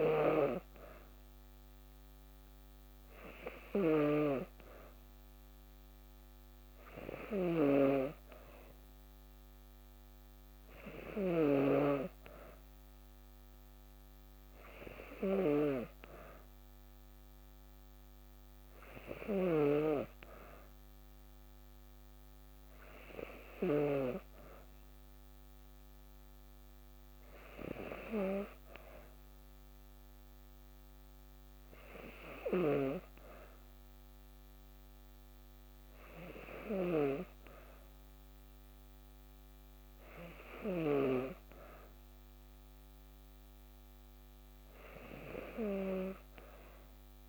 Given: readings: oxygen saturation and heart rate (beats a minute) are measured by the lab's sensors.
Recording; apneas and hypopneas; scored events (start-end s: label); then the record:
breathing in sleep by a microphone on the trachea; none
7.00-11.50 s: snoring (device-marked)
From the record:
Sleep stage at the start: N2 (light sleep); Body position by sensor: on the back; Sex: female